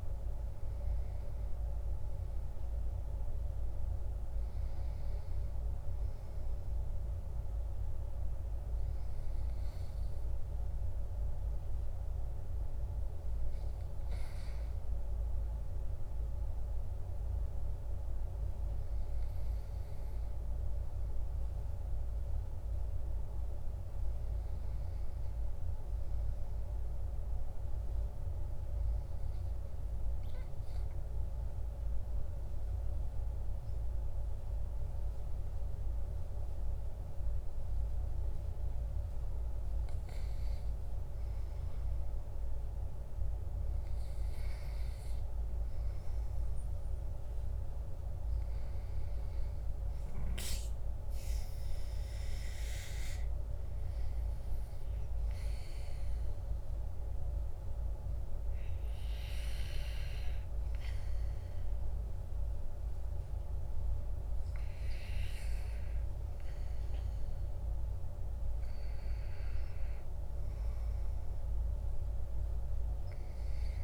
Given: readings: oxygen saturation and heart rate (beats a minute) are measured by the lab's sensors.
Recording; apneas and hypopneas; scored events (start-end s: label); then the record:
breathing in sleep, hard to hear, by a room microphone; 1
27.50-39.00 s: obstructive apnea (oxygen 98% before, 94% lowest, heart rate 62 before, 48 extreme, up 6 after)
41.00-44.50 s: arousal
46.50-62.50 s: oxygen desaturation (device-marked, oxygen 97% before, 94% lowest, heart rate 56 before, 51 extreme)
From the record:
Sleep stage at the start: REM sleep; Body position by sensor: on the back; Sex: male